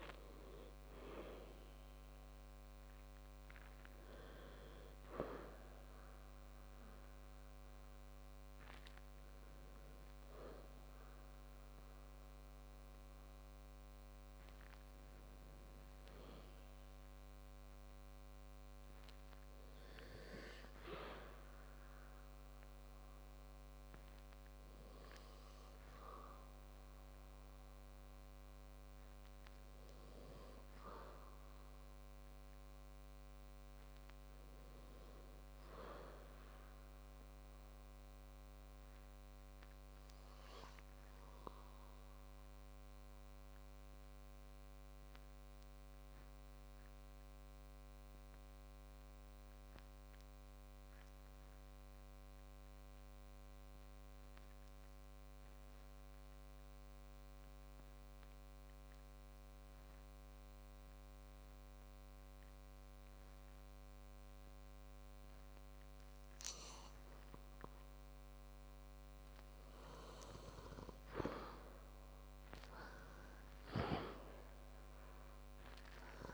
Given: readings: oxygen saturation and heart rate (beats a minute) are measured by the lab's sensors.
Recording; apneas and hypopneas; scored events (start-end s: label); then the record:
breathing in sleep by a microphone on the trachea; 1
25.00-34.00 s: oxygen desaturation (device-marked, oxygen 92% before, 84% lowest, heart rate 68 before, 47 extreme)
35.50-39.50 s: arousal
44.50-67.50 s: obstructive apnea (oxygen 100% before, 94% lowest, heart rate 58 before, 47 extreme, up 29 after)
70.00-74.00 s: arousal
From the record:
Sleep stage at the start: REM sleep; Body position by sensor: on the back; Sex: male